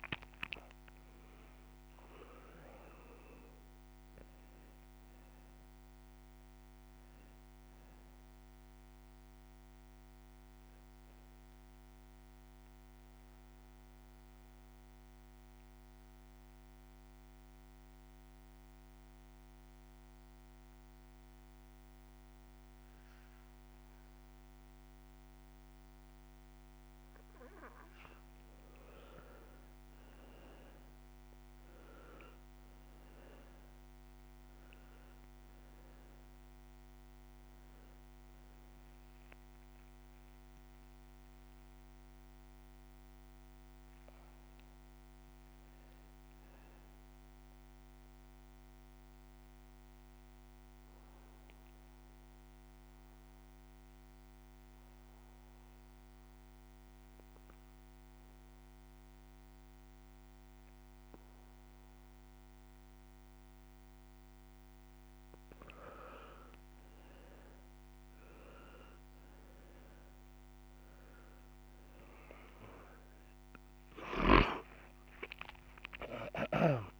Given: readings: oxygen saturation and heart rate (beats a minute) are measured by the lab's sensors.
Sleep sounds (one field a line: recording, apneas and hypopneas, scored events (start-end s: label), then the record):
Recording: breathing in sleep by a microphone on the trachea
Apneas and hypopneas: 2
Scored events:
0.00-21.00 s: oxygen desaturation (device-marked, oxygen 86% lowest)
10.50-26.00 s: obstructive apnea (oxygen 98% before, 86% lowest)
26.00-54.00 s: oxygen desaturation (device-marked, oxygen 99% before, 88% lowest)
28.00-31.50 s: arousal
46.50-64.00 s: obstructive apnea (oxygen 99% before, 86% lowest)
66.00-76.99 s: new sleep stage, N1 (lightest sleep)
68.00-76.99 s: oxygen desaturation (device-marked, oxygen 97% before, 86% lowest)
72.00-76.99 s: arousal
From the record:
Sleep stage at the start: N2 (light sleep)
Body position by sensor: on the right side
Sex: male